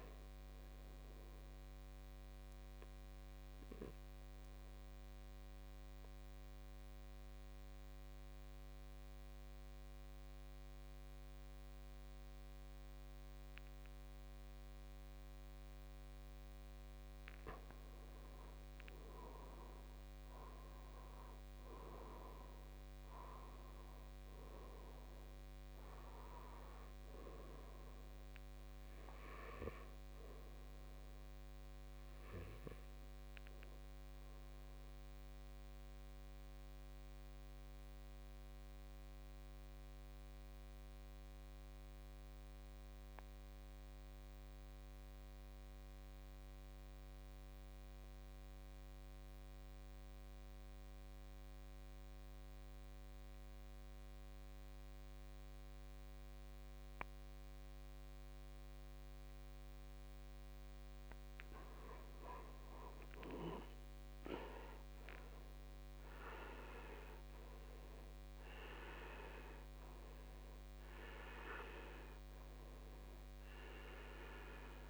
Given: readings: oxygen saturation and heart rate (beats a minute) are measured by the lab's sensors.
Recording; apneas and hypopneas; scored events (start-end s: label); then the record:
breathing in sleep by a microphone on the trachea; 2
0.00-3.00 s: oxygen desaturation (device-marked, oxygen 84% lowest, heart rate 44 extreme)
3.50-16.00 s: obstructive apnea (oxygen 97% before, 89% lowest, heart rate 58 before, 44 extreme, up 20 after)
11.50-13.50 s: long interval between heartbeats (device-marked, heart rate 55 before, 52 extreme)
18.00-21.00 s: arousal
19.00-49.00 s: oxygen desaturation (device-marked, oxygen 99% before, 89% lowest, heart rate 52 before, 51 extreme)
32.00-61.50 s: obstructive apnea (oxygen 99% before, 83% lowest, heart rate 58 before, 51 extreme, up 12 after)
61.00-74.90 s: oxygen desaturation (device-marked, oxygen 99% before, 83% lowest, heart rate 56 before, 52 extreme)
63.00-67.00 s: arousal
From the record:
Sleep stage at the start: N2 (light sleep); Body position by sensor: on the back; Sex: male